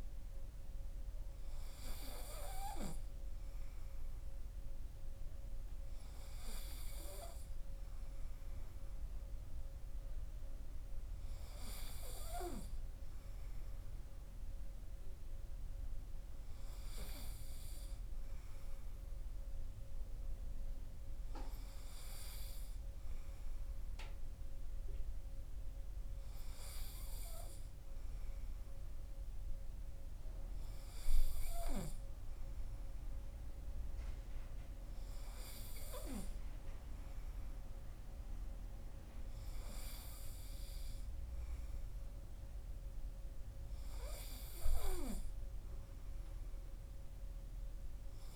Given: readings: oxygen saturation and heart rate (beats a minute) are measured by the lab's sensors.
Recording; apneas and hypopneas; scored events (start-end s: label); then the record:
breathing in sleep by a room microphone; none
none scored
From the record:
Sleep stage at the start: N3 (deep sleep); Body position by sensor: on the right side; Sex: male